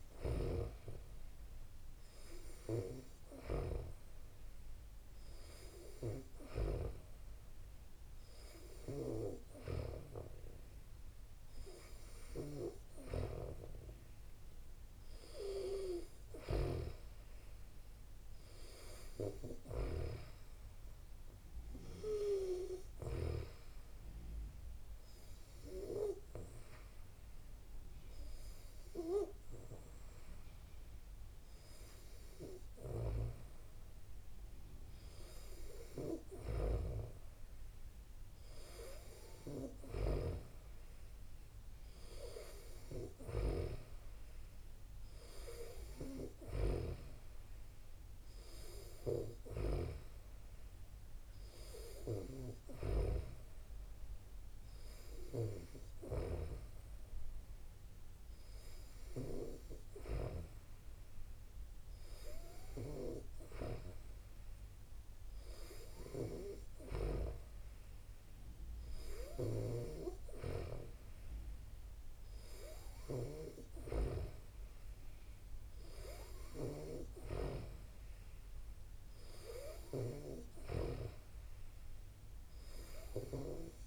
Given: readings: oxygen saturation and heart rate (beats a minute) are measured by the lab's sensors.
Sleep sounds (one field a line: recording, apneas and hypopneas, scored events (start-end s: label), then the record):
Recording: breathing in sleep by a room microphone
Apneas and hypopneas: none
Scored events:
none scored
From the record:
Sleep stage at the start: N2 (light sleep)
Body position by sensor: on the back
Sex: female